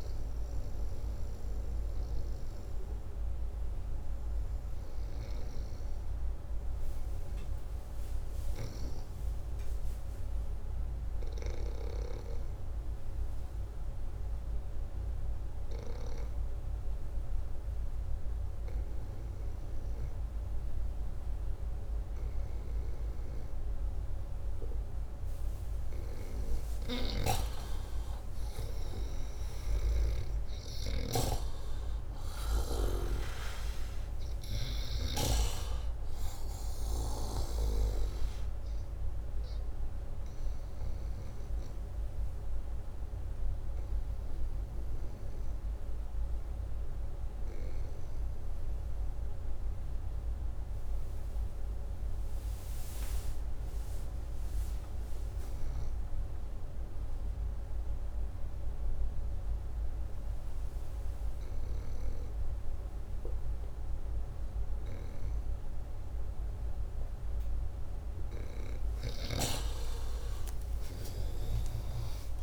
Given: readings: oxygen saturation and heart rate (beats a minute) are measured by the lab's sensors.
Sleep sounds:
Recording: breathing in sleep by a room microphone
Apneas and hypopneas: 2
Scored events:
0.00-10.50 s: oxygen desaturation (device-marked, oxygen 89% lowest, heart rate 138 extreme)
10.50-13.50 s: arousal
16.00-26.00 s: obstructive apnea (oxygen 94% before, 87% lowest, heart rate 156 before, 42 extreme, up 35 after)
27.50-31.00 s: arousal
35.00-38.50 s: arousal
41.50-67.50 s: obstructive apnea (oxygen 93% before, 87% lowest, heart rate 143 before, 43 extreme)
52.50-58.50 s: oxygen desaturation (device-marked, oxygen 91% before, 88% lowest, heart rate 90 before, 43 extreme)
69.00-72.43 s: arousal
From the record:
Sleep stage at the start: N2 (light sleep)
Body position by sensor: upright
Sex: male

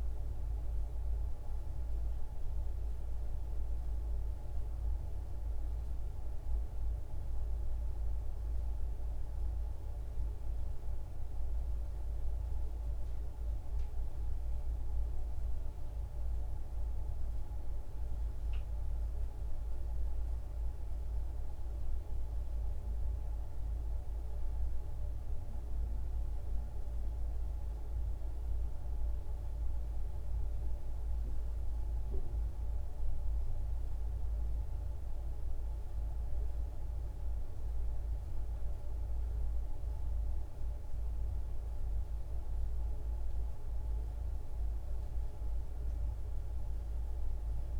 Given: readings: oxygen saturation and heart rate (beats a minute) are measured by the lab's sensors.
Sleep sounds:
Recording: breathing in sleep, hard to hear, by a room microphone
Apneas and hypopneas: none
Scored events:
none scored
From the record:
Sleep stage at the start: N2 (light sleep)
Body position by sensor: on the back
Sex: female

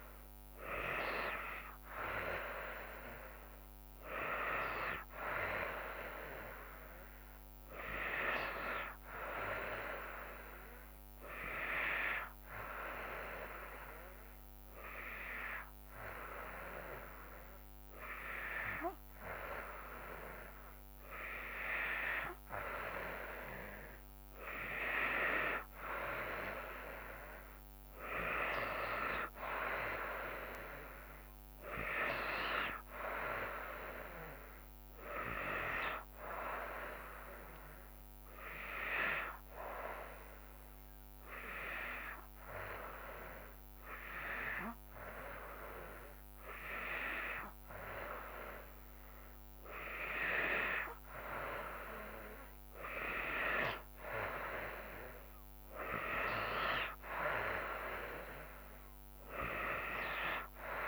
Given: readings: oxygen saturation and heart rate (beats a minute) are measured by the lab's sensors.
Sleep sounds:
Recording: breathing in sleep by a microphone on the trachea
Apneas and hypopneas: 1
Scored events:
39.50-49.50 s: hypopnea (oxygen 94% before, 92% lowest, heart rate 75 before, 66 extreme, up 3 after)
From the record:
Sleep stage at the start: N2 (light sleep)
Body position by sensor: on the back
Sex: female

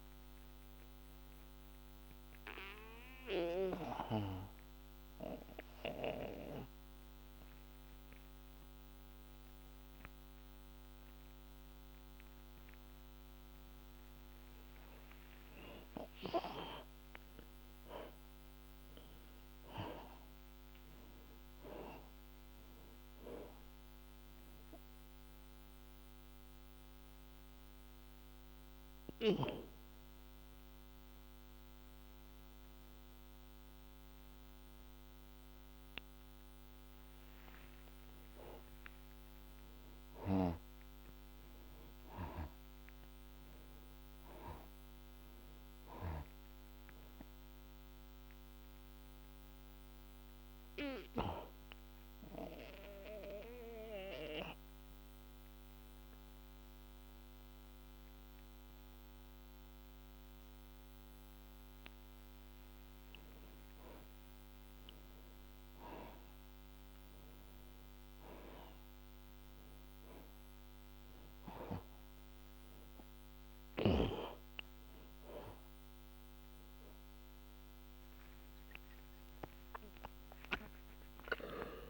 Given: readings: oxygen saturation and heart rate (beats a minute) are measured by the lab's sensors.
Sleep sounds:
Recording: breathing in sleep by a microphone on the trachea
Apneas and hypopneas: 3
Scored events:
0.00-13.50 s: oxygen desaturation (device-marked, oxygen 73% lowest, heart rate 55 extreme)
1.00-14.50 s: obstructive apnea (oxygen 92% before, 73% lowest, heart rate 110 before, 55 extreme, up 0 after)
16.00-21.00 s: arousal
25.50-38.00 s: obstructive apnea (oxygen 94% before, 74% lowest, heart rate 82 before, 55 extreme, up 16 after)
27.50-41.50 s: oxygen desaturation (device-marked, oxygen 94% before, 75% lowest, heart rate 79 before, 55 extreme)
38.50-68.50 s: new sleep stage, N1 (lightest sleep)
39.00-43.50 s: arousal
43.50-63.50 s: oxygen desaturation (device-marked, oxygen 91% before, 76% lowest, heart rate 63 before, 60 extreme)
49.50-62.50 s: obstructive apnea (oxygen 93% before, 74% lowest, heart rate 63 before, 60 extreme, up 7 after)
65.50-81.90 s: oxygen desaturation (device-marked, oxygen 92% before, 74% lowest, heart rate 66 before, 60 extreme)
68.50-81.90 s: new sleep stage, awake
From the record:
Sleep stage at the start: N2 (light sleep)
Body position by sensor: on the back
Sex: male

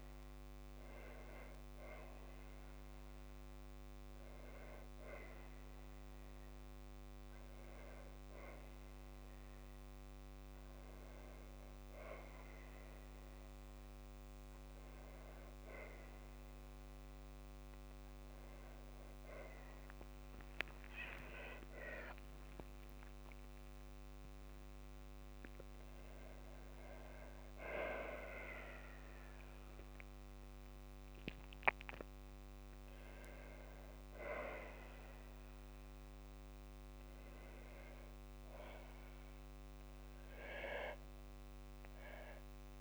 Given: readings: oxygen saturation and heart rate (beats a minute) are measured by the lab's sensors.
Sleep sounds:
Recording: breathing in sleep by a microphone on the trachea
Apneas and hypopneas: none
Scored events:
20.50-25.00 s: arousal
22.00-24.00 s: long interval between heartbeats (device-marked, heart rate 57 before, 58 extreme)
27.00-29.00 s: long interval between heartbeats (device-marked, heart rate 56 before, 71 extreme)
34.00-36.00 s: long interval between heartbeats (device-marked, heart rate 63 before, 76 extreme)
37.00-39.00 s: long interval between heartbeats (device-marked, heart rate 66 before, 79 extreme)
40.00-42.00 s: long interval between heartbeats (device-marked, heart rate 70 before, 89 extreme)
From the record:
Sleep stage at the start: N2 (light sleep)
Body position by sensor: on the back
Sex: female

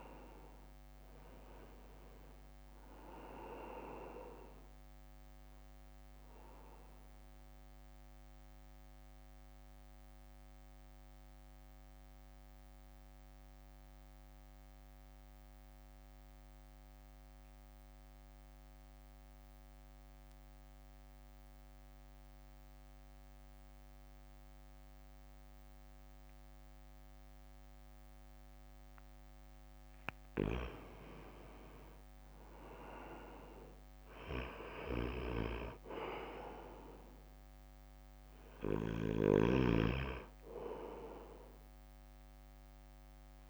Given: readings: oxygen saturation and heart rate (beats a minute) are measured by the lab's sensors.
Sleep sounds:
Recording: breathing in sleep by a microphone on the trachea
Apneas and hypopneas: 1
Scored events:
0.00-9.00 s: drop in pulse transit time (device-marked, heart rate 58 extreme)
5.50-29.50 s: mixed apnea (oxygen 97% before, 92% lowest, heart rate 62 before, 50 extreme, up 3 after)
32.00-43.00 s: drop in pulse transit time (device-marked, heart rate 60 before, 50 extreme)
33.00-36.00 s: arousal
35.00-43.50 s: oxygen desaturation (device-marked, oxygen 98% before, 93% lowest, heart rate 61 before, 51 extreme)
From the record:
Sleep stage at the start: N2 (light sleep)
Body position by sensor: on the right side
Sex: male

